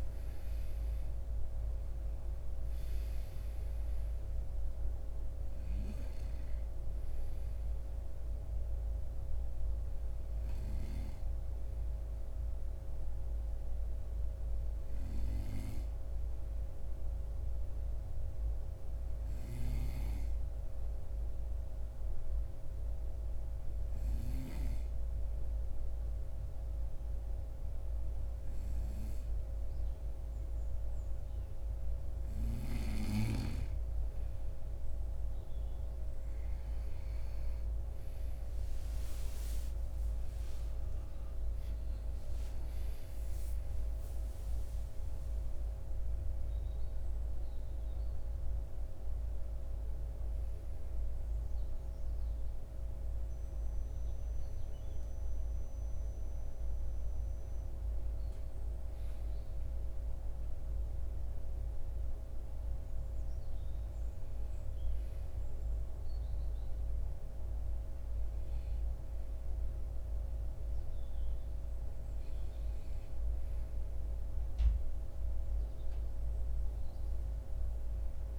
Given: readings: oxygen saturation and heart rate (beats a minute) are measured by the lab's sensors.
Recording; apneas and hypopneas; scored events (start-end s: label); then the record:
breathing in sleep by a room microphone; 1
10.50-33.50 s: obstructive apnea (oxygen 95% before, 92% lowest, heart rate 62 before, 52 extreme, up 11 after)
39.00-44.00 s: arousal
From the record:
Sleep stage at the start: N2 (light sleep); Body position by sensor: on the right side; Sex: male